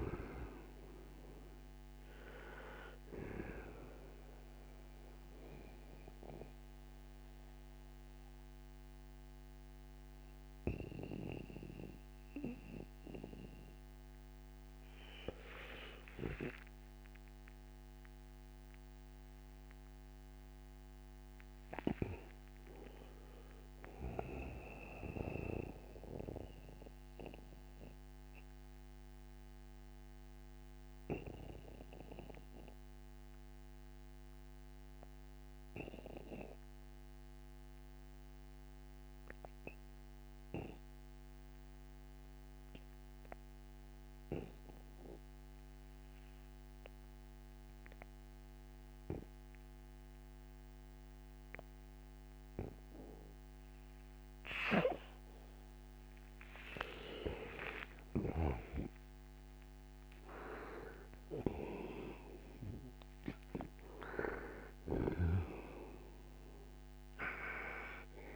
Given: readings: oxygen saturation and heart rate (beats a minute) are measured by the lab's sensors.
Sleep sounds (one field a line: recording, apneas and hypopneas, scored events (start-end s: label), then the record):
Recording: breathing in sleep by a microphone on the trachea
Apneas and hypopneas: 1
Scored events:
0.00-23.00 s: oxygen desaturation (device-marked, oxygen 98% before, 75% lowest, heart rate 61 before, 48 extreme)
16.00-21.50 s: arousal
28.00-54.50 s: obstructive apnea (oxygen 99% before, 79% lowest, heart rate 63 before, 38 extreme, up 1 after)
50.00-68.36 s: oxygen desaturation (device-marked, oxygen 96% before, 79% lowest, heart rate 60 before, 38 extreme)
56.00-61.00 s: arousal
From the record:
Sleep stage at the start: N2 (light sleep)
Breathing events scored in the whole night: 304 in 4.4 hours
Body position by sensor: on the right side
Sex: male